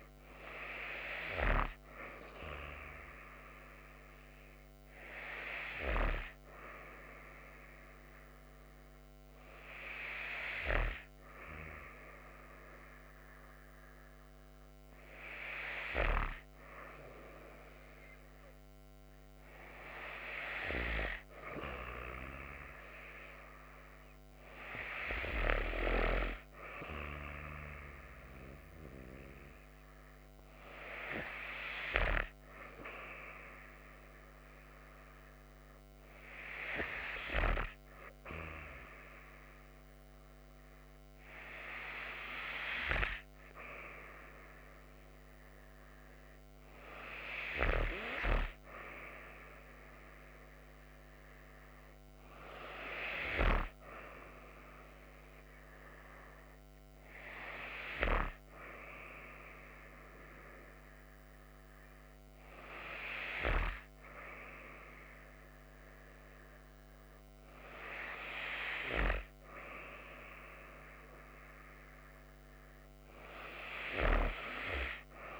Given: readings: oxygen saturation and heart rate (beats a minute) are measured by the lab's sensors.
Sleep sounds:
breathing in sleep by a microphone on the trachea; none
none scored
From the record:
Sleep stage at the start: N2 (light sleep); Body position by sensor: on the back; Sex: female

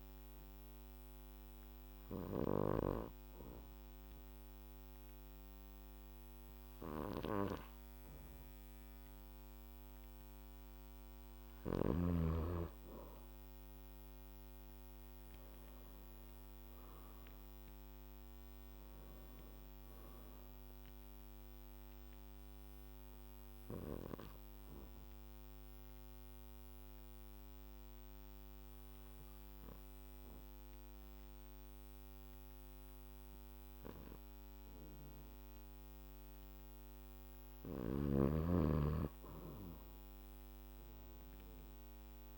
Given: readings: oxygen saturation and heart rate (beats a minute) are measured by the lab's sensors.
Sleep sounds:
breathing in sleep by a microphone on the trachea; 2
0.50-11.00 s: obstructive apnea (oxygen 98% before, 92% lowest, heart rate 60 before, 57 extreme, up 5 after)
16.00-20.00 s: arousal
23.00-36.50 s: obstructive apnea (oxygen 98% before, 92% lowest, heart rate 63 before, 57 extreme, up 5 after)
30.50-39.50 s: oxygen desaturation (device-marked, oxygen 95% before, 92% lowest, heart rate 63 before, 58 extreme)
38.00-42.38 s: snoring (device-marked)
39.50-42.38 s: arousal
From the record:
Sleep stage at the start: N2 (light sleep); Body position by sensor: on the back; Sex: male

